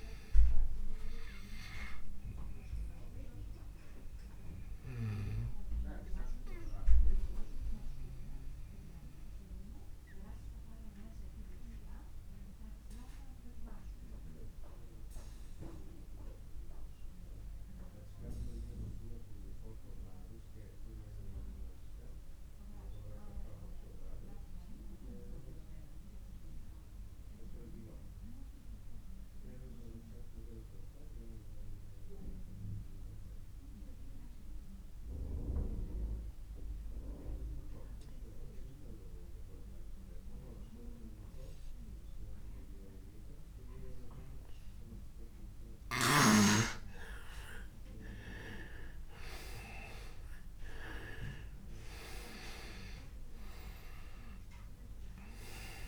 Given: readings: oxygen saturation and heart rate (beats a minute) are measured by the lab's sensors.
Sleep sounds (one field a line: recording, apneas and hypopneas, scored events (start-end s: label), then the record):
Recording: breathing in sleep by a room microphone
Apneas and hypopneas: 1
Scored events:
0.00-22.00 s: oxygen desaturation (device-marked, oxygen 86% lowest)
4.00-44.50 s: obstructive apnea (oxygen 99% before, 86% lowest)
41.00-55.88 s: oxygen desaturation (device-marked, oxygen 99% before, 86% lowest)
47.00-50.50 s: arousal
From the record:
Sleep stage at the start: REM sleep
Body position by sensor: on the back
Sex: male